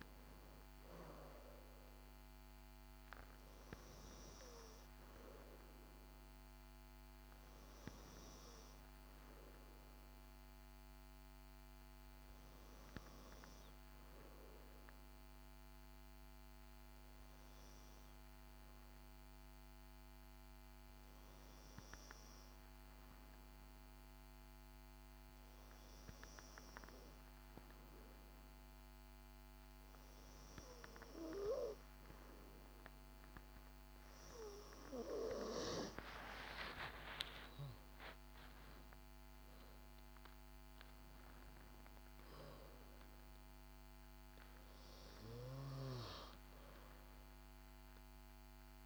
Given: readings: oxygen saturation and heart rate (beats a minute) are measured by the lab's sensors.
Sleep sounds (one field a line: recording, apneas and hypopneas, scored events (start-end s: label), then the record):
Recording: breathing in sleep by a microphone on the trachea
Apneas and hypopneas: 1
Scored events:
1.50-3.50 s: long interval between heartbeats (device-marked, heart rate 62 before, 82 extreme)
6.50-8.50 s: long interval between heartbeats (device-marked, heart rate 67 before, 69 extreme)
14.50-27.50 s: hypopnea (oxygen 96% before, 91% lowest, heart rate 70 before, 55 extreme, up 5 after)
18.00-29.00 s: oxygen desaturation (device-marked, oxygen 94% before, 91% lowest, heart rate 69 before, 55 extreme)
33.00-38.00 s: arousal
From the record:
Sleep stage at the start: N2 (light sleep)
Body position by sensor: on the back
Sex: female